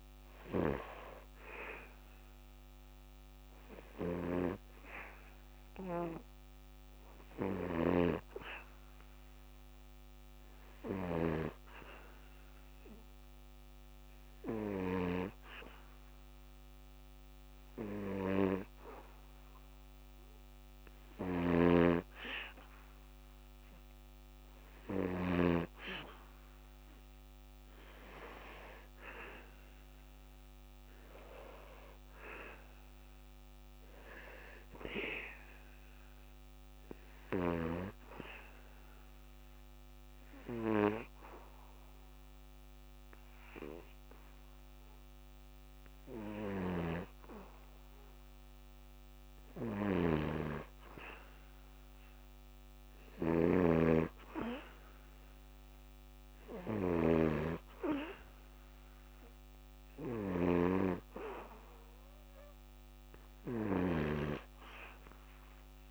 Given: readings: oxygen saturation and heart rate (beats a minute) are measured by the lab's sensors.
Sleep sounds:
breathing in sleep by a microphone on the trachea; 2
0.50-17.50 s: oxygen desaturation (device-marked, oxygen 91% before, 88% lowest, heart rate 75 before, 71 extreme)
5.00-19.50 s: hypopnea (oxygen 91% before, 87% lowest, heart rate 75 before, 71 extreme, up 0 after)
26.50-30.50 s: arousal
35.00-49.00 s: hypopnea (oxygen 92% before, 85% lowest, heart rate 74 before, 74 extreme, up 1 after)
37.50-56.50 s: oxygen desaturation (device-marked, oxygen 92% before, 88% lowest, heart rate 74 before, 71 extreme)
56.00-60.50 s: arousal
64.50-65.91 s: oxygen desaturation (device-marked, oxygen 93% before, 87% lowest, heart rate 76 before, 71 extreme)
From the record:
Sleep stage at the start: N2 (light sleep); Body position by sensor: on the back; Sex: male

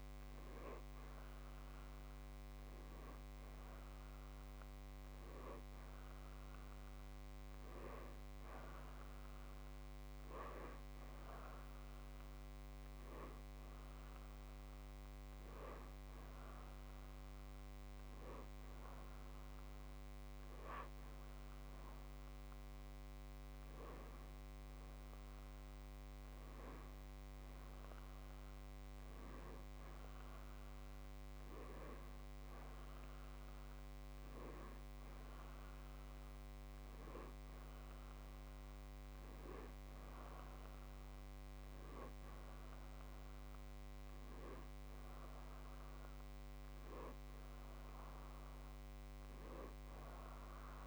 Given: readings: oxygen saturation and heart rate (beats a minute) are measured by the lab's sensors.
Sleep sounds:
breathing in sleep, hard to hear, by a microphone on the trachea; none
none scored
From the record:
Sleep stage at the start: REM sleep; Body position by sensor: on the back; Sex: male

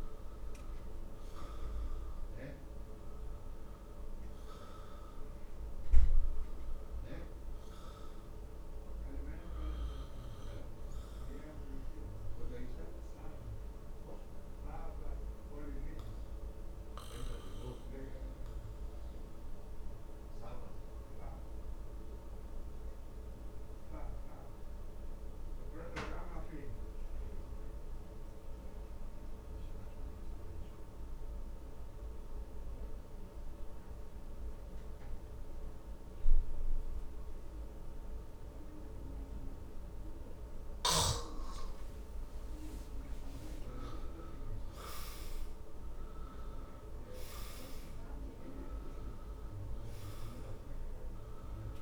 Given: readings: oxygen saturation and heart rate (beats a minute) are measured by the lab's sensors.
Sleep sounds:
breathing in sleep by a room microphone; 1
0.00-27.50 s: oxygen desaturation (device-marked, oxygen 81% lowest, heart rate 55 extreme)
7.00-42.50 s: obstructive apnea (oxygen 98% before, 81% lowest, heart rate 67 before, 51 extreme, up 15 after)
44.00-47.00 s: arousal
44.50-51.82 s: oxygen desaturation (device-marked, oxygen 98% before, 85% lowest, heart rate 59 before, 51 extreme)
From the record:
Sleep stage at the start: N2 (light sleep); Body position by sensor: on the back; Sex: male

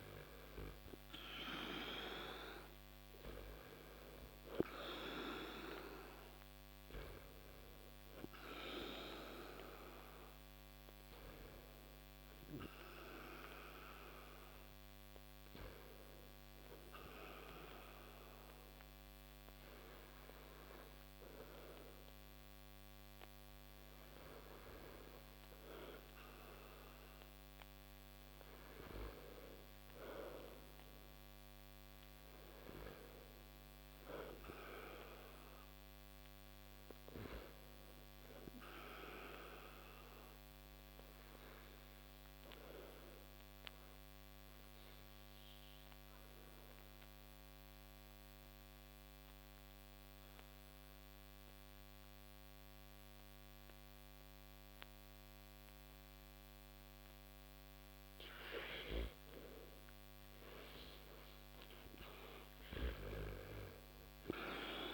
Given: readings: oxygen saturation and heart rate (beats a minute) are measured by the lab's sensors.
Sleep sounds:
breathing in sleep by a microphone on the trachea; 2
0.00-2.00 s: arousal
8.50-25.50 s: oxygen desaturation (device-marked, oxygen 96% before, 86% lowest)
10.00-25.00 s: hypopnea (oxygen 96% before, 82% lowest)
27.50-31.00 s: arousal
38.50-57.00 s: obstructive apnea (oxygen 97% before, 81% lowest)
60.00-64.50 s: arousal
From the record:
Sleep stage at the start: REM sleep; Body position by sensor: on the back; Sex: male

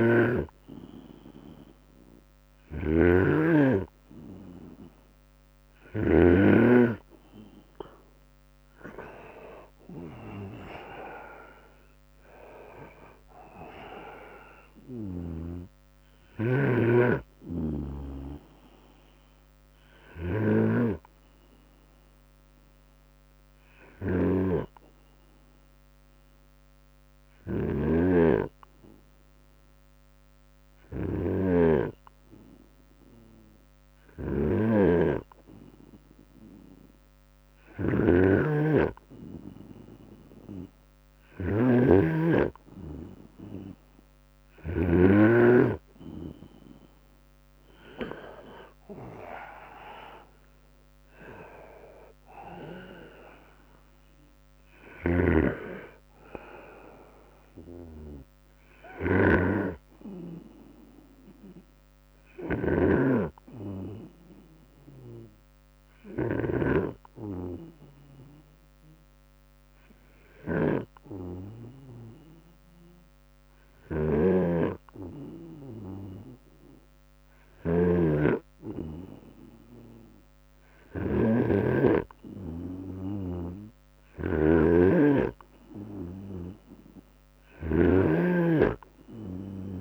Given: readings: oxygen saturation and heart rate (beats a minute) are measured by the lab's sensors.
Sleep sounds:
breathing in sleep by a microphone on the trachea; 2
0.00-5.50 s: snoring (device-marked)
6.50-18.50 s: drop in pulse transit time (device-marked, heart rate 75 before, 76 extreme)
14.50-18.50 s: arousal
16.50-31.00 s: snoring (device-marked)
23.00-36.50 s: hypopnea (oxygen 99% before, 95% lowest, heart rate 77 before, 72 extreme, up 8 after)
33.00-44.00 s: snoring (device-marked)
38.50-42.50 s: arousal
43.50-57.50 s: drop in pulse transit time (device-marked, heart rate 74 before, 73 extreme)
46.50-60.50 s: oxygen desaturation (device-marked, oxygen 99% before, 95% lowest, heart rate 75 before, 57 extreme)
54.00-65.50 s: snoring (device-marked)
64.00-75.00 s: hypopnea (oxygen 99% before, 95% lowest, heart rate 74 before, 57 extreme, up 1 after)
64.50-66.50 s: long interval between heartbeats (device-marked, heart rate 73 before, 68 extreme)
73.00-89.81 s: snoring (device-marked)
73.50-75.50 s: long interval between heartbeats (device-marked, heart rate 71 before, 64 extreme)
74.50-78.50 s: bradycardia (device-marked, heart rate 74 before, 58 extreme)
75.50-77.50 s: long interval between heartbeats (device-marked, heart rate 70 before, 60 extreme)
78.00-81.50 s: arousal
82.00-84.00 s: long interval between heartbeats (device-marked, heart rate 66 before, 64 extreme)
87.00-89.00 s: long interval between heartbeats (device-marked, heart rate 66 before, 70 extreme)
From the record:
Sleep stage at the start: N2 (light sleep); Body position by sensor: on the right side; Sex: male

